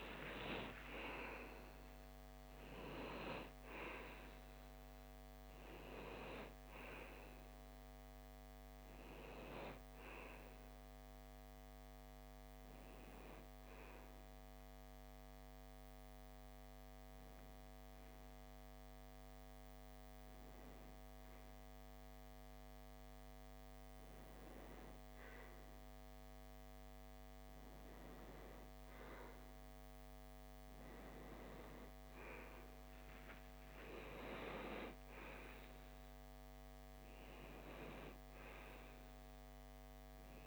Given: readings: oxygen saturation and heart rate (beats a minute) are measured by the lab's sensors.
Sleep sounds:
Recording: breathing in sleep by a microphone on the trachea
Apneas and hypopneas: 1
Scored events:
4.50-16.50 s: oxygen desaturation (device-marked, oxygen 96% before, 93% lowest)
13.00-28.00 s: hypopnea (oxygen 97% before, 93% lowest)
31.00-36.00 s: arousal
37.50-40.47 s: oxygen desaturation (device-marked, oxygen 98% before, 93% lowest)
From the record:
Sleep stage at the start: N2 (light sleep)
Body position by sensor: on the left side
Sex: male

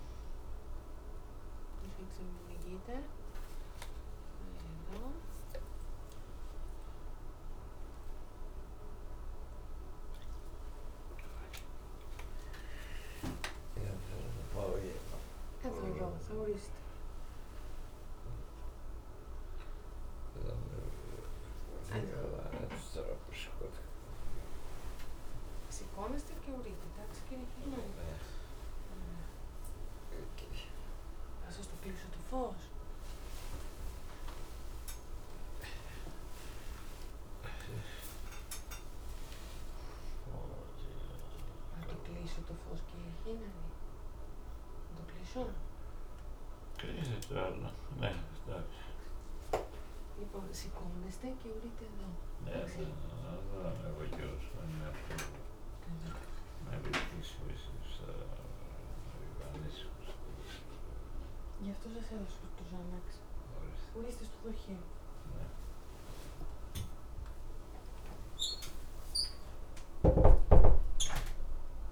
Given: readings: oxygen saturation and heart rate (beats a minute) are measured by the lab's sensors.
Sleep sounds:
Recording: a person awake in a sleep study, by a room microphone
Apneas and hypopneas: none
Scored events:
none scored
From the record:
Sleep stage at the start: awake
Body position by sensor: on the back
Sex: male

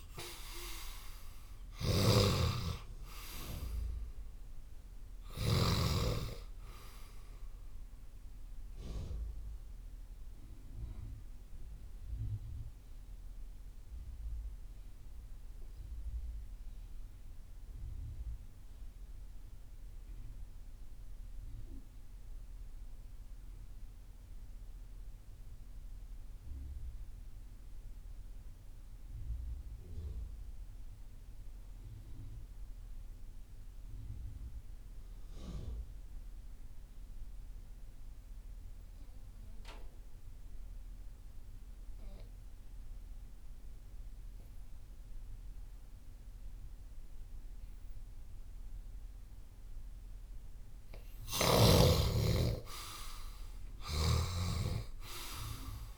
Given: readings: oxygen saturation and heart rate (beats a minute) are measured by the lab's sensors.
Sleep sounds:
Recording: breathing in sleep by a room microphone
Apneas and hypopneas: 1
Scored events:
0.00-5.50 s: snoring (device-marked)
0.00-24.00 s: oxygen desaturation (device-marked, oxygen 74% lowest)
8.50-50.50 s: mixed apnea (oxygen 93% before, 74% lowest)
43.00-55.98 s: oxygen desaturation (device-marked, oxygen 97% before, 74% lowest)
52.50-55.50 s: arousal
From the record:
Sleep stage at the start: REM sleep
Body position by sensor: on the left side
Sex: male

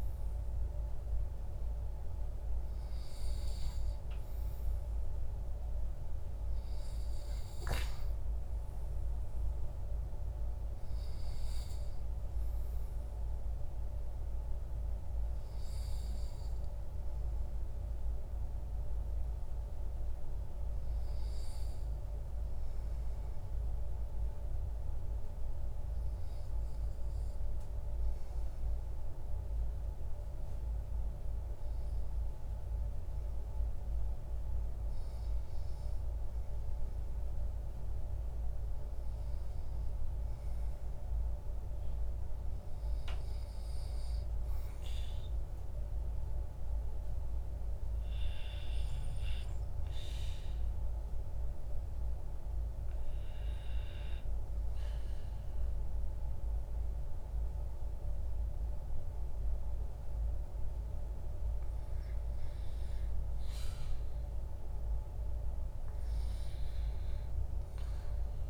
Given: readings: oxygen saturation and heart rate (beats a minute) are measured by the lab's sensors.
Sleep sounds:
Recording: breathing in sleep, hard to hear, by a room microphone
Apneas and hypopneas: 1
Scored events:
46.50-64.00 s: hypopnea (oxygen 98% before, 96% lowest, heart rate 56 before, 50 extreme, up 6 after)
66.50-68.50 s: arousal
From the record:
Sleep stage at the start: REM sleep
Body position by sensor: on the back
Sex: male

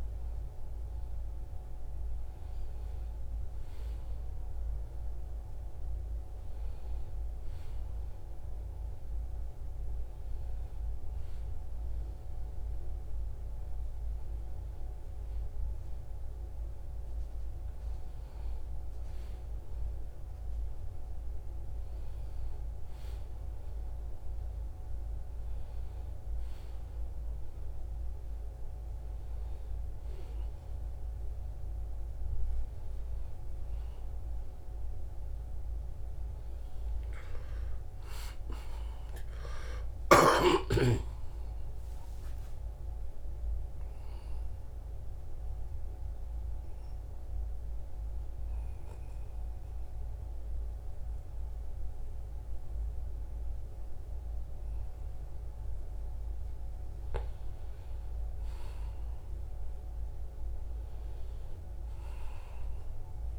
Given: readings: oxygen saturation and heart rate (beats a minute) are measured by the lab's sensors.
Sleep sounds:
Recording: breathing in sleep, hard to hear, by a room microphone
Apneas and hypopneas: none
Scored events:
40.00-45.50 s: arousal
From the record:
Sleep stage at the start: N1 (lightest sleep)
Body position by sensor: on the right side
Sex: male

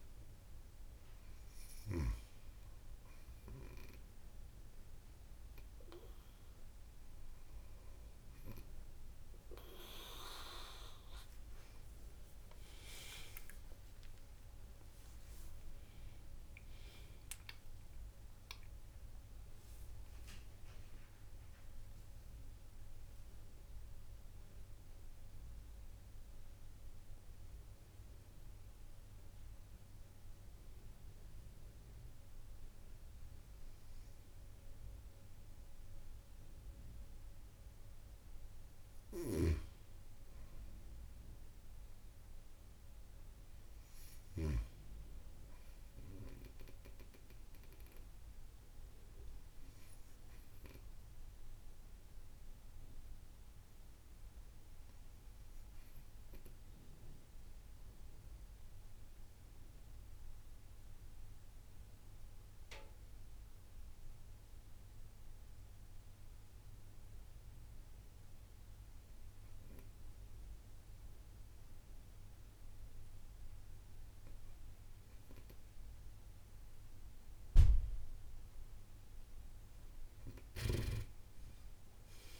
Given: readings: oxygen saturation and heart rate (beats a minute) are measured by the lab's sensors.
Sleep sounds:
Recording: breathing in sleep by a room microphone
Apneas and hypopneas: 1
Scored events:
11.00-13.00 s: long interval between heartbeats (device-marked)
13.00-15.00 s: long interval between heartbeats (device-marked)
17.50-19.50 s: long interval between heartbeats (device-marked)
17.50-22.00 s: arousal
38.50-44.00 s: snoring (device-marked)
52.50-73.50 s: obstructive apnea (oxygen 96% before, 93% lowest)
76.50-81.50 s: arousal
From the record:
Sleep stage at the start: N2 (light sleep)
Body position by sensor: on the right side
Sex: female

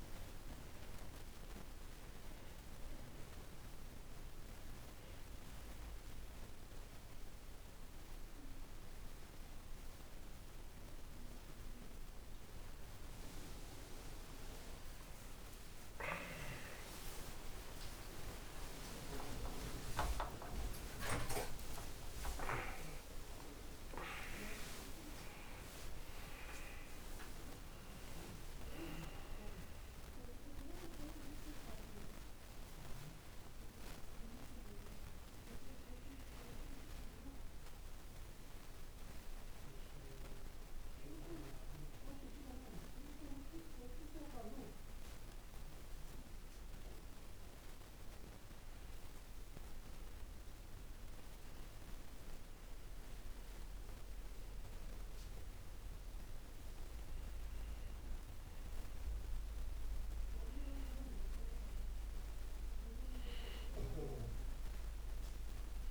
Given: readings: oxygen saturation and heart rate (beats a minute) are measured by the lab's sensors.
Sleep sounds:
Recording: breathing in sleep by a room microphone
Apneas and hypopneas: 1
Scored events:
0.00-11.00 s: oxygen desaturation (device-marked, oxygen 88% lowest, heart rate 56 extreme)
3.50-13.50 s: obstructive apnea (oxygen 99% before, 88% lowest, heart rate 64 before, 56 extreme, up 24 after)
4.00-65.91 s: new sleep stage, N1 (lightest sleep)
16.00-24.50 s: arousal
From the record:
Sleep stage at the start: N2 (light sleep)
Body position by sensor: on the back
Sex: male

